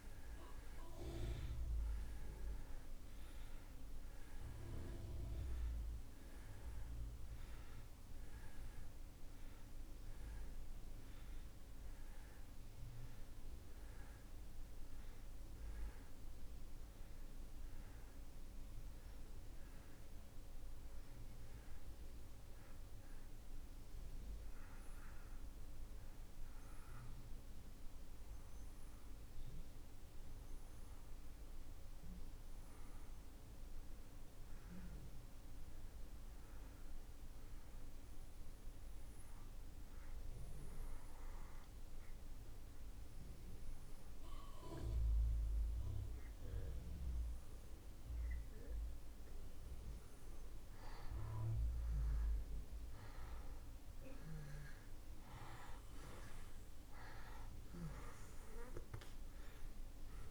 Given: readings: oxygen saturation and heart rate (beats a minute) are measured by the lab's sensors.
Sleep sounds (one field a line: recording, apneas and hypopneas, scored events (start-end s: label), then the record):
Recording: breathing in sleep by a room microphone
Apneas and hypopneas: 1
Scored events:
0.00-1.50 s: arousal
4.00-36.00 s: oxygen desaturation (device-marked, oxygen 94% before, 78% lowest)
39.00-51.00 s: obstructive apnea (oxygen 96% before, 85% lowest)
53.00-57.00 s: arousal
53.00-60.31 s: oxygen desaturation (device-marked, oxygen 96% before, 85% lowest)
From the record:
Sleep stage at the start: N2 (light sleep)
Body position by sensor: on the back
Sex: male